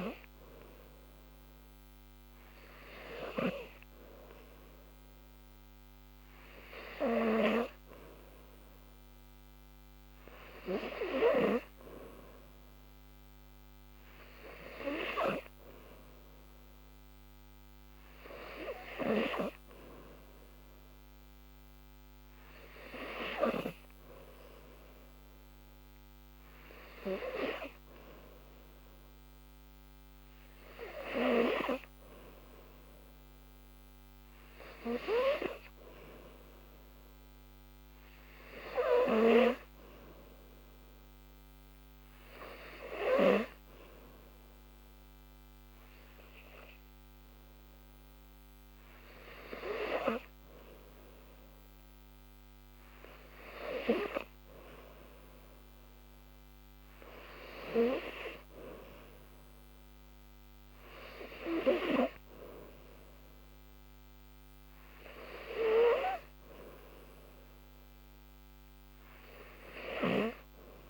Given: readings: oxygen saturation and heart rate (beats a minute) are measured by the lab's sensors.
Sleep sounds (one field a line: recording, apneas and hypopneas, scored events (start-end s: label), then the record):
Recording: breathing in sleep by a microphone on the trachea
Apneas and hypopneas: none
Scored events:
none scored
From the record:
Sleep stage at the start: N3 (deep sleep)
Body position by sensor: on the back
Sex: female